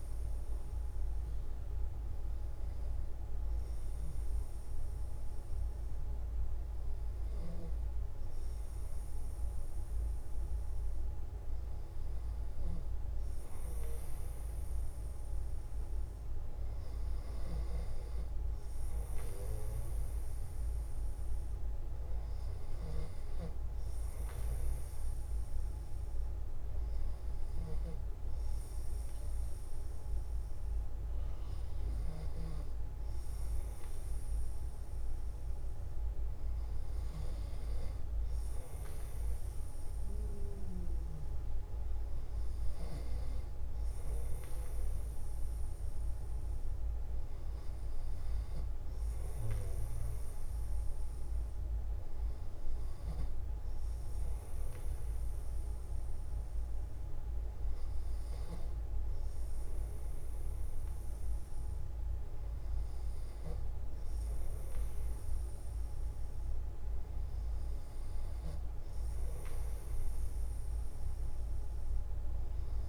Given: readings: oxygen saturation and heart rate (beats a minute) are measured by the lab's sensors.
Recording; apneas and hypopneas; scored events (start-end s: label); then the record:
breathing in sleep, hard to hear, by a room microphone; none
none scored
From the record:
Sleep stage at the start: N1 (lightest sleep); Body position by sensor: on the back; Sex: male